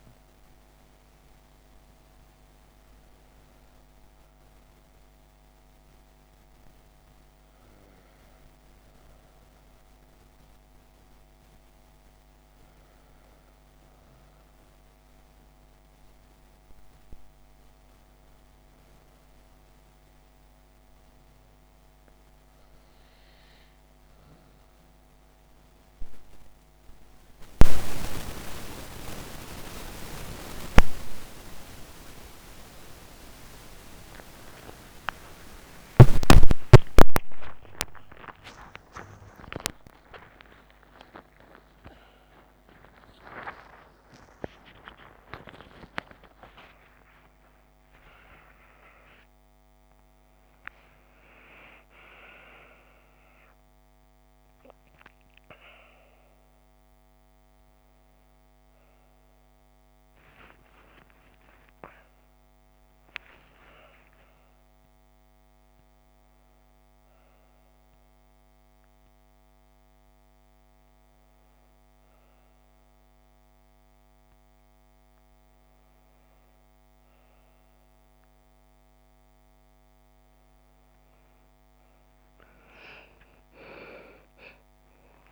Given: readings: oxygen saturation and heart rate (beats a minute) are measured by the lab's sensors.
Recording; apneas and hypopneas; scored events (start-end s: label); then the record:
a person awake in a sleep study, by a microphone on the trachea; none
39.50-85.32 s: new sleep stage, awake
From the record:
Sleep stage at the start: N2 (light sleep); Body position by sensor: on the left side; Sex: female